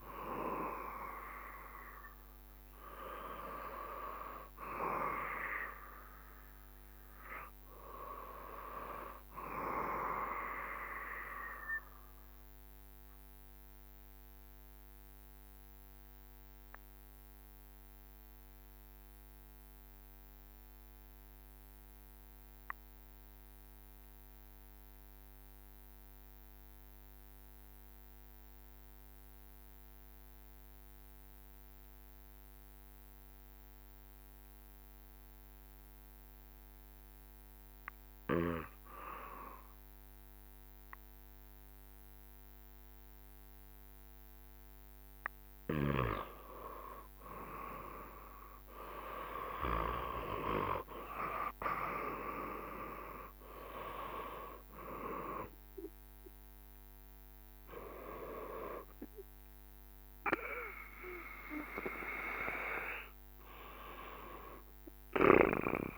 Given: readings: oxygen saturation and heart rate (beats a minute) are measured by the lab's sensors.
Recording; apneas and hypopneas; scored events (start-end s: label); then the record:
breathing in sleep by a microphone on the trachea; 1
11.50-43.50 s: obstructive apnea (oxygen 95% before, 90% lowest, heart rate 73 before, 65 extreme, up 8 after)
44.00-65.97 s: oxygen desaturation (device-marked, oxygen 93% before, 90% lowest, heart rate 68 before, 67 extreme)
46.50-50.00 s: arousal
51.00-64.00 s: drop in pulse transit time (device-marked, heart rate 69 before, 71 extreme)
From the record:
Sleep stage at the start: N2 (light sleep); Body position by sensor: on the back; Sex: male